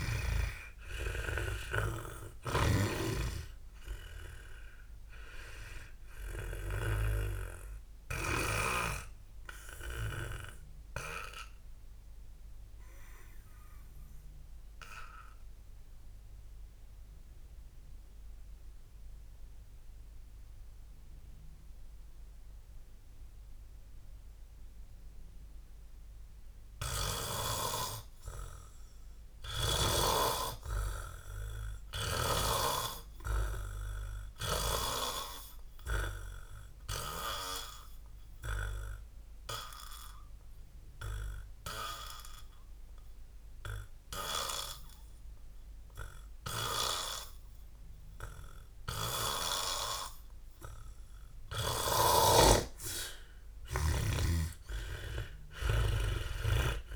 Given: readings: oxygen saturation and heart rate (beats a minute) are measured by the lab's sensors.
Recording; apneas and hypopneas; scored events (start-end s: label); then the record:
breathing in sleep by a room microphone; 2
0.00-2.00 s: arousal
2.50-9.00 s: snoring (device-marked)
10.00-27.00 s: obstructive apnea (oxygen 98% before, 87% lowest, heart rate 70 before, 57 extreme, up 10 after)
22.00-31.00 s: oxygen desaturation (device-marked, oxygen 93% before, 90% lowest, heart rate 68 before, 57 extreme)
30.00-34.00 s: arousal
38.50-52.00 s: obstructive apnea (oxygen 96% before, 87% lowest, heart rate 66 before, 59 extreme, up 53 after)
45.00-55.00 s: oxygen desaturation (device-marked, oxygen 99% before, 88% lowest, heart rate 68 before, 59 extreme)
55.00-56.96 s: arousal
From the record:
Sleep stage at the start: N2 (light sleep); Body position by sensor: on the back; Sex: male